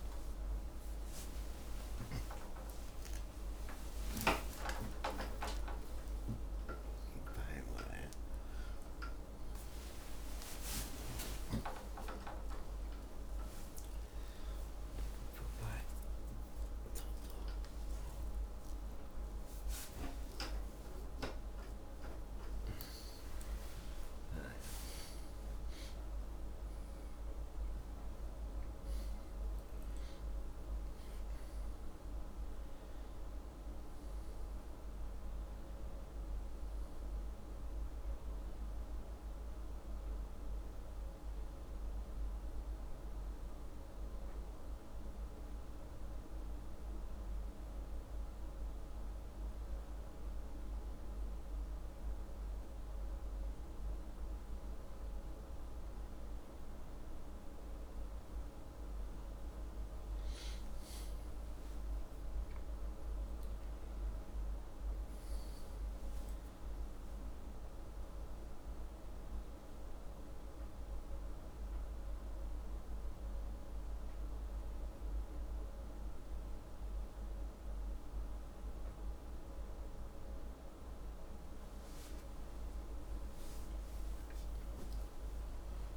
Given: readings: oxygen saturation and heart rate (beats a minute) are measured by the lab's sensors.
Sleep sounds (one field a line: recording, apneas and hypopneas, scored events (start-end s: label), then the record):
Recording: a person partly awake in a sleep study, hard to hear, by a room microphone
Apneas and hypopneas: 1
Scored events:
19.00-85.97 s: new sleep stage, N1 (lightest sleep)
46.50-58.00 s: hypopnea (oxygen 98% before, 94% lowest, heart rate 93 before, 79 extreme, up 4 after)
61.00-65.50 s: arousal
67.00-85.97 s: oxygen desaturation (device-marked, oxygen 97% before, 94% lowest, heart rate 81 before, 80 extreme)
From the record:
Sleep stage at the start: awake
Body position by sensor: upright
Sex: male